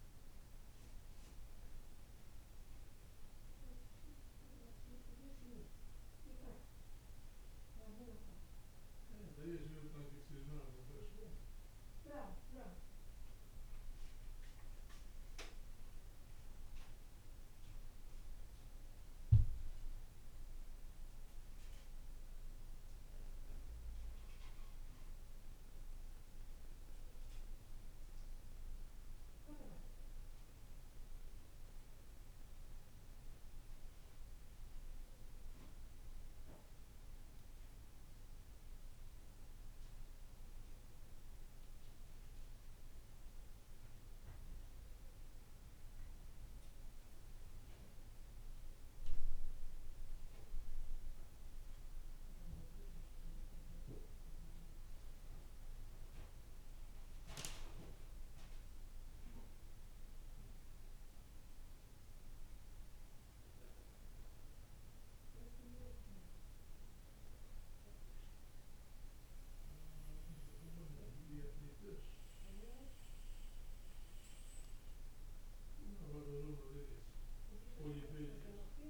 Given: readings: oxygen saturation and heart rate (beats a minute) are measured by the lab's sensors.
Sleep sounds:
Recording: breathing in sleep by a room microphone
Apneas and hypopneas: none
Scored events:
none scored
From the record:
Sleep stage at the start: N2 (light sleep)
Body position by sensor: on the right side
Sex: male

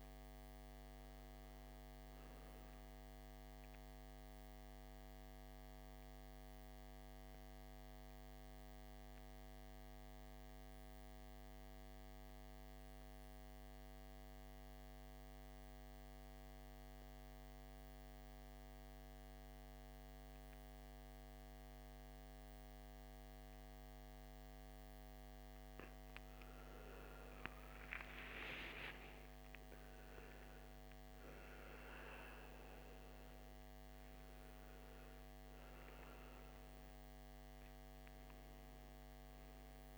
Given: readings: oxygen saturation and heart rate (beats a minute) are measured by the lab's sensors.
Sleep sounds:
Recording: breathing in sleep, hard to hear, by a microphone on the trachea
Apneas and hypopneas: 1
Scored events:
1.00-15.00 s: oxygen desaturation (device-marked, oxygen 96% before, 91% lowest, heart rate 63 before, 57 extreme)
6.00-25.50 s: mixed apnea (oxygen 96% before, 85% lowest, heart rate 62 before, 55 extreme, up 15 after)
27.00-39.98 s: oxygen desaturation (device-marked, oxygen 97% before, 86% lowest, heart rate 58 before, 55 extreme)
27.50-33.00 s: arousal
From the record:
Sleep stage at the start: N2 (light sleep)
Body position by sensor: on the back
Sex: male

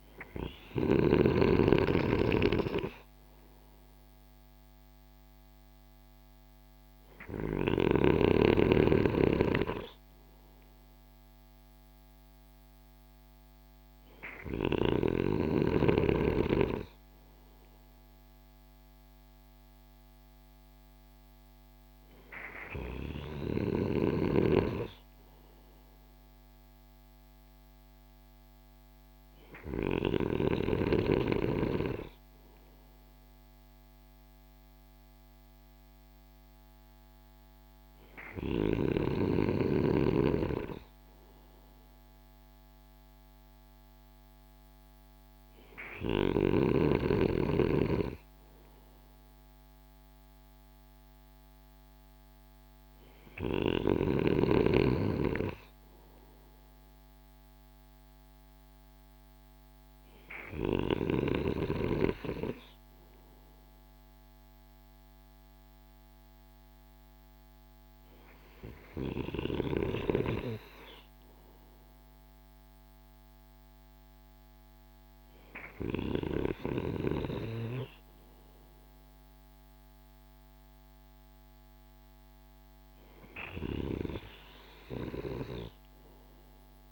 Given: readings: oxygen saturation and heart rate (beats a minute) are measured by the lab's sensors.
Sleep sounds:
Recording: breathing in sleep by a microphone on the trachea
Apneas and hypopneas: none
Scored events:
none scored
From the record:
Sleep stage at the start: N2 (light sleep)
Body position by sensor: on the right side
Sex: male

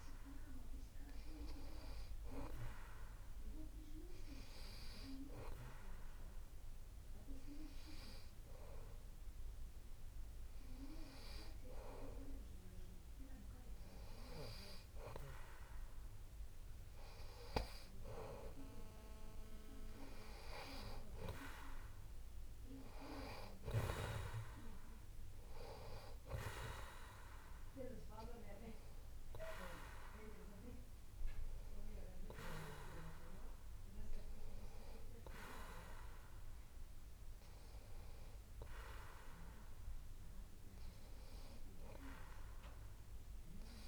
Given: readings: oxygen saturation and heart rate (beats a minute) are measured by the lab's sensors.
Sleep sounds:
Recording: breathing in sleep by a room microphone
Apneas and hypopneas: none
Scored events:
none scored
From the record:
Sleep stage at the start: N2 (light sleep)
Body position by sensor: on the back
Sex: male

